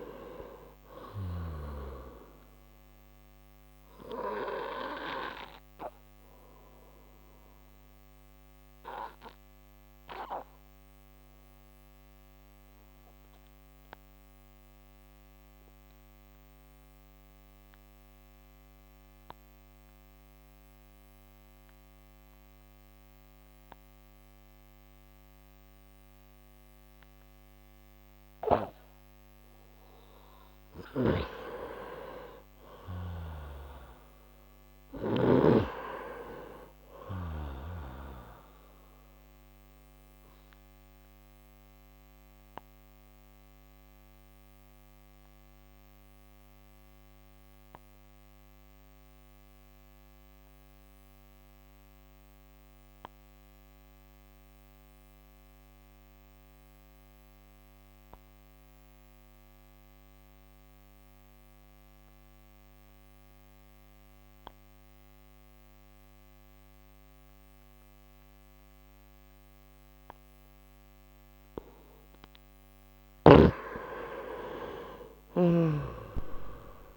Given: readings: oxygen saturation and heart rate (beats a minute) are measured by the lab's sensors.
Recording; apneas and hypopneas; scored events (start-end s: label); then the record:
breathing in sleep by a microphone on the trachea; 2
0.00-2.00 s: snoring (device-marked)
0.50-25.50 s: oxygen desaturation (device-marked, oxygen 97% before, 90% lowest, heart rate 60 before, 59 extreme)
4.50-29.50 s: obstructive apnea (oxygen 97% before, 89% lowest, heart rate 63 before, 58 extreme, up 7 after)
32.00-35.00 s: arousal
38.50-62.50 s: oxygen desaturation (device-marked, oxygen 97% before, 89% lowest, heart rate 63 before, 58 extreme)
39.00-71.00 s: obstructive apnea (oxygen 97% before, 88% lowest, heart rate 63 before, 58 extreme, up 14 after)
74.50-76.97 s: arousal
From the record:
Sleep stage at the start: N2 (light sleep); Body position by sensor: on the right side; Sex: male